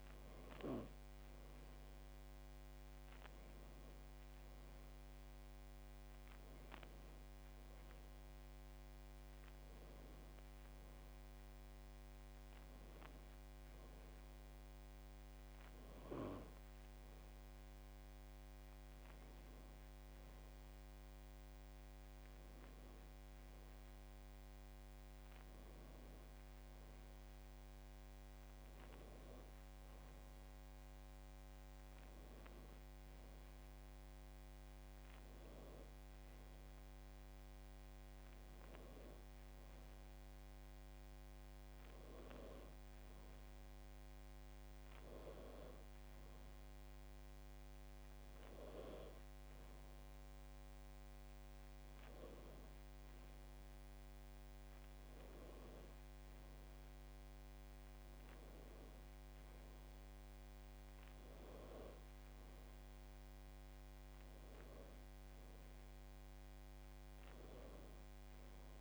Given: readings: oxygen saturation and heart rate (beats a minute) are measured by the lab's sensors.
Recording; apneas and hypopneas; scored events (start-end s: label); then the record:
breathing in sleep, hard to hear, by a microphone on the trachea; none
none scored
From the record:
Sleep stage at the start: N2 (light sleep); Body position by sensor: on the back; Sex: female